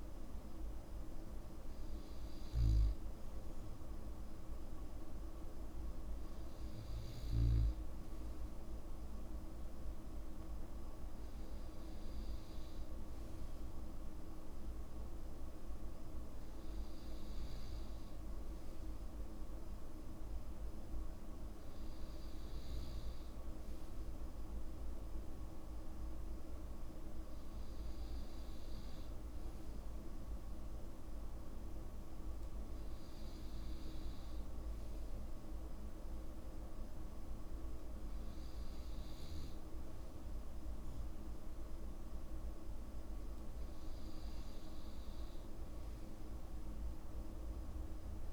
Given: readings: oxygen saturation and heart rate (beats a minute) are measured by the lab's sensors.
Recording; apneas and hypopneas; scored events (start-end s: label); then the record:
breathing in sleep, hard to hear, by a room microphone; none
none scored
From the record:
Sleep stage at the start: N2 (light sleep); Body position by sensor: on the back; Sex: male